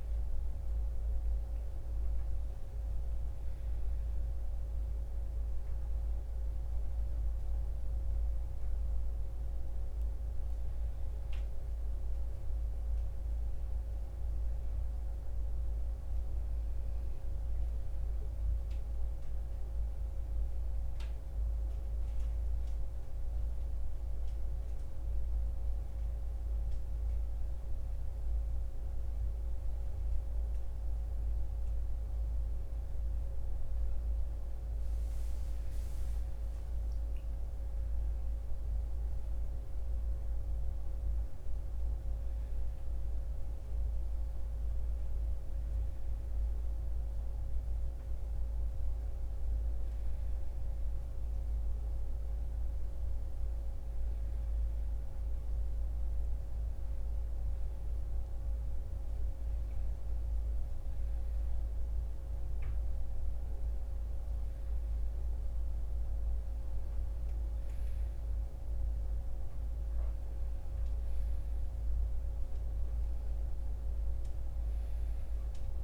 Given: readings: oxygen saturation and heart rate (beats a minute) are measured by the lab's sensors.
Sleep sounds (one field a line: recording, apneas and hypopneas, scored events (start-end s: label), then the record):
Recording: a person awake in a sleep study, hard to hear, by a room microphone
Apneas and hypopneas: none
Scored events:
none scored
From the record:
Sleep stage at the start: awake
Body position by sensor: on the right side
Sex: male